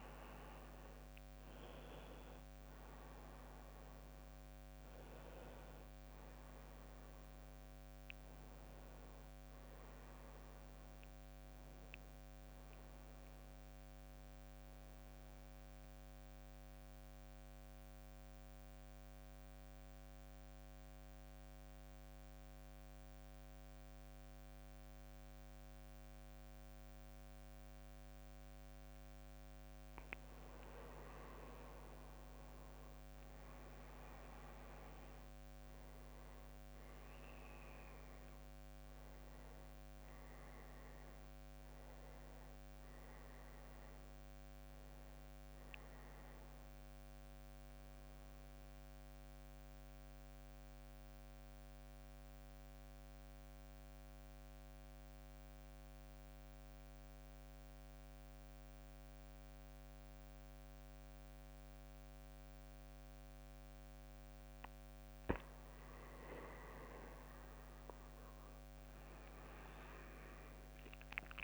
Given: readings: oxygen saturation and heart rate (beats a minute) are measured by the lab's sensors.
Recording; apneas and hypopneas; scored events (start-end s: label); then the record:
breathing in sleep, hard to hear, by a microphone on the trachea; 2
0.00-14.00 s: drop in pulse transit time (device-marked, heart rate 63 extreme)
0.00-15.00 s: oxygen desaturation (device-marked, oxygen 91% lowest, heart rate 58 extreme)
15.50-28.00 s: central apnea (oxygen 98% before, 93% lowest, heart rate 68 before, 55 extreme, up 12 after)
30.00-35.50 s: arousal
33.00-51.00 s: oxygen desaturation (device-marked, oxygen 99% before, 94% lowest, heart rate 61 before, 52 extreme)
49.00-64.00 s: central apnea (oxygen 99% before, 93% lowest, heart rate 67 before, 52 extreme, up 18 after)
66.00-68.50 s: leg movement (device-marked)
66.50-71.44 s: arousal
68.00-71.44 s: oxygen desaturation (device-marked, oxygen 98% before, 93% lowest, heart rate 56 before, 57 extreme)
69.00-71.44 s: drop in pulse transit time (device-marked, heart rate 56 before, 62 extreme)
From the record:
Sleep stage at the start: N2 (light sleep); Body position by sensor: on the back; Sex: male